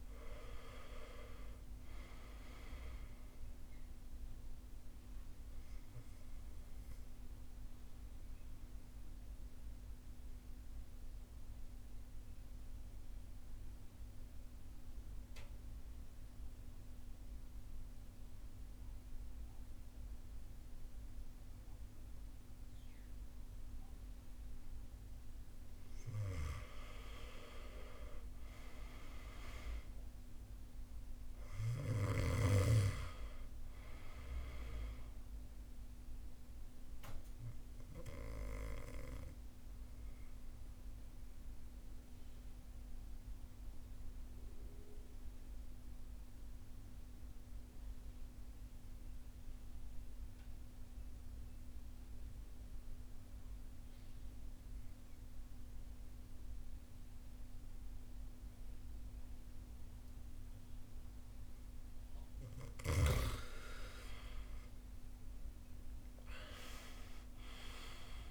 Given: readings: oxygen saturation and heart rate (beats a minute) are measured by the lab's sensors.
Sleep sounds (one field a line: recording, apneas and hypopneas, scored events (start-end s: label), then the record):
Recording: breathing in sleep by a room microphone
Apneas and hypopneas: 2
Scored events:
2.50-23.50 s: oxygen desaturation (device-marked, oxygen 98% before, 90% lowest, heart rate 55 before, 51 extreme)
3.00-25.50 s: obstructive apnea (oxygen 98% before, 85% lowest, heart rate 55 before, 51 extreme, up 6 after)
27.50-30.00 s: arousal
30.50-51.50 s: oxygen desaturation (device-marked, oxygen 98% before, 89% lowest, heart rate 52 before, 51 extreme)
36.00-61.50 s: mixed apnea (oxygen 98% before, 83% lowest, heart rate 53 before, 49 extreme, up 15 after)
61.50-68.31 s: oxygen desaturation (device-marked, oxygen 98% before, 83% lowest, heart rate 54 before, 48 extreme)
63.00-66.50 s: arousal
From the record:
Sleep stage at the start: N2 (light sleep)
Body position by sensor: on the right side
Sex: male